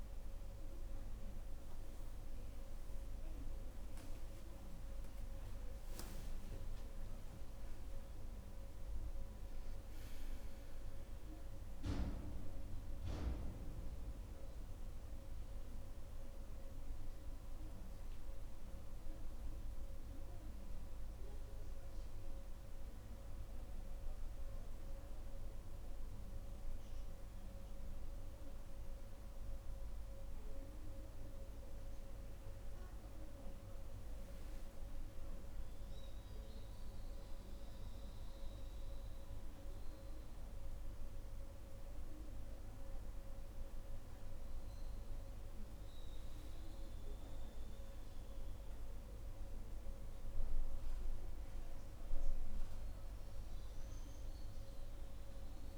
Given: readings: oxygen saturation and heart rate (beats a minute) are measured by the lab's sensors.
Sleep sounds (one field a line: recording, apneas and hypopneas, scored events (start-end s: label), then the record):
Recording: breathing in sleep, hard to hear, by a room microphone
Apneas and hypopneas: 1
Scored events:
5.50-9.00 s: arousal
12.50-24.00 s: hypopnea (oxygen 95% before, 92% lowest, heart rate 68 before, 63 extreme, up 2 after)
29.50-33.50 s: arousal
From the record:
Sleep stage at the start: N1 (lightest sleep)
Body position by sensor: on the right side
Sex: female